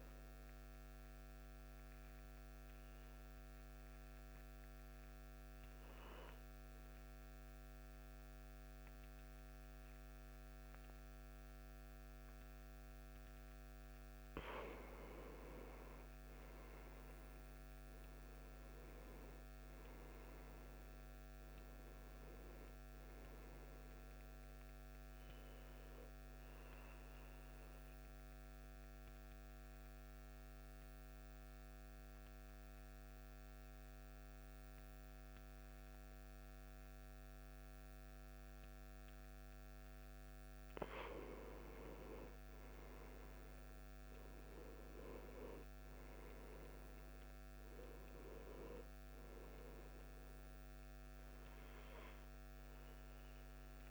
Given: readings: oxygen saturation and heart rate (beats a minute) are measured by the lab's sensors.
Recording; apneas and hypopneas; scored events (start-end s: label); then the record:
breathing in sleep by a microphone on the trachea; 2
3.00-15.50 s: hypopnea (oxygen 94% before, 90% lowest, heart rate 67 before, 60 extreme, up 7 after)
17.50-22.00 s: arousal
19.50-35.50 s: oxygen desaturation (device-marked, oxygen 96% before, 90% lowest, heart rate 62 before, 60 extreme)
30.00-41.50 s: hypopnea (oxygen 96% before, 86% lowest, heart rate 63 before, 60 extreme, up 6 after)
43.00-46.50 s: arousal
47.50-53.91 s: oxygen desaturation (device-marked, oxygen 96% before, 91% lowest, heart rate 62 before, 61 extreme)
From the record:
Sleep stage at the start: N2 (light sleep); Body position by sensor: on the back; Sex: male